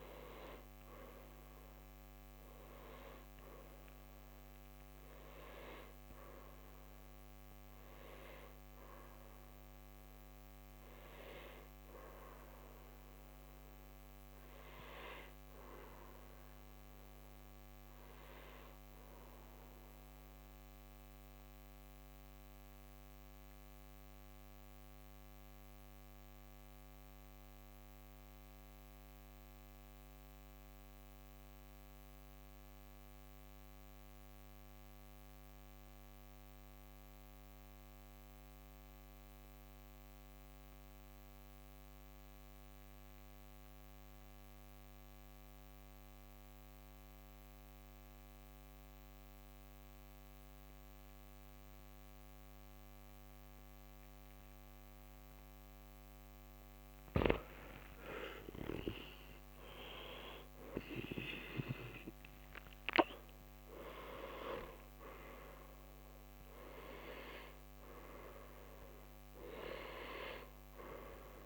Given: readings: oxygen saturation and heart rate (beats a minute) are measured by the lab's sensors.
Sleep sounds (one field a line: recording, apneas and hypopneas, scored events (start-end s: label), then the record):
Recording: breathing in sleep by a microphone on the trachea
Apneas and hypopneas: 1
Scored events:
0.00-24.50 s: oxygen desaturation (device-marked, oxygen 89% lowest, heart rate 46 extreme)
20.00-56.50 s: mixed apnea (oxygen 95% before, 90% lowest, heart rate 67 before, 46 extreme, up 22 after)
57.50-61.50 s: arousal
62.50-71.46 s: oxygen desaturation (device-marked, oxygen 97% before, 90% lowest, heart rate 61 before, 45 extreme)
From the record:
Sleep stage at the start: N2 (light sleep)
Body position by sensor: on the back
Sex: male